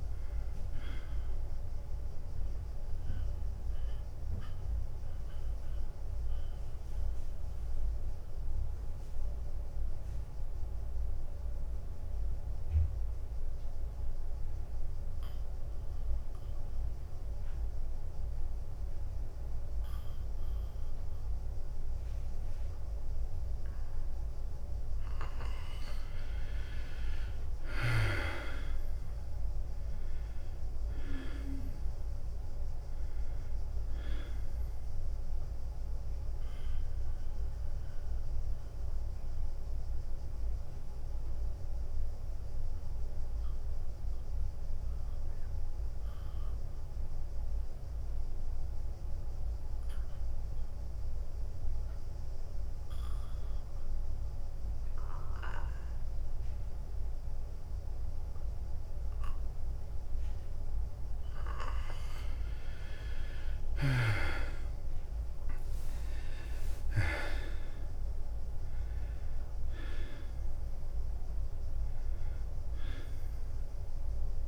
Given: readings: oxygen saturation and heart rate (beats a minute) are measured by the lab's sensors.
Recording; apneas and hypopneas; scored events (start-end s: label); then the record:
breathing in sleep by a room microphone; 2
0.00-6.50 s: drop in pulse transit time (device-marked, heart rate 89 extreme)
0.00-19.50 s: oxygen desaturation (device-marked, oxygen 87% lowest, heart rate 87 extreme)
3.50-27.00 s: mixed apnea (oxygen 97% before, 86% lowest, heart rate 91 before, 87 extreme, up 4 after)
28.50-32.00 s: arousal
30.50-41.50 s: drop in pulse transit time (device-marked, heart rate 92 before, 88 extreme)
32.50-43.50 s: oxygen desaturation (device-marked, oxygen 97% before, 88% lowest, heart rate 91 before, 87 extreme)
37.50-62.00 s: mixed apnea (oxygen 98% before, 84% lowest, heart rate 90 before, 87 extreme, up 5 after)
45.50-56.50 s: oxygen desaturation (device-marked, oxygen 94% before, 86% lowest, heart rate 89 before, 88 extreme)
63.50-68.00 s: arousal
68.50-74.48 s: drop in pulse transit time (device-marked, heart rate 90 before, 92 extreme)
68.50-74.48 s: oxygen desaturation (device-marked, oxygen 98% before, 86% lowest, heart rate 90 before, 87 extreme)
From the record:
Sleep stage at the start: N2 (light sleep); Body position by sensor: on the back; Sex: male